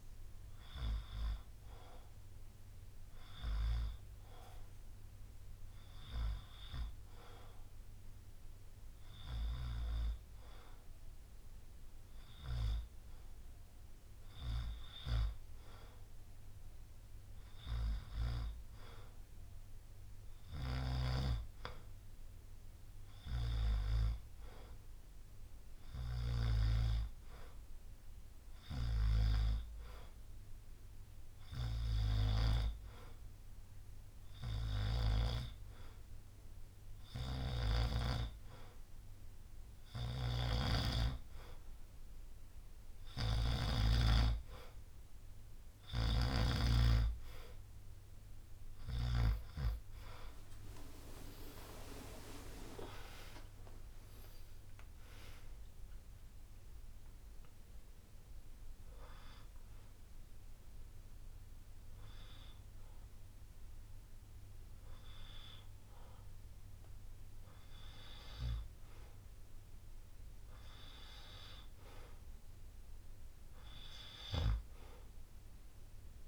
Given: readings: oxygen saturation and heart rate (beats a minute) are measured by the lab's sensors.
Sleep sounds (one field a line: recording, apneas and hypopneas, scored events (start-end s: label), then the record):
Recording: breathing in sleep by a room microphone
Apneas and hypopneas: 1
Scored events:
51.00-56.00 s: arousal
52.50-65.50 s: drop in pulse transit time (device-marked, heart rate 65 before, 63 extreme)
60.50-71.00 s: hypopnea (oxygen 94% before, 91% lowest, heart rate 69 before, 61 extreme, up 4 after)
From the record:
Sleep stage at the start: N2 (light sleep)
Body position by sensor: on the back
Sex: male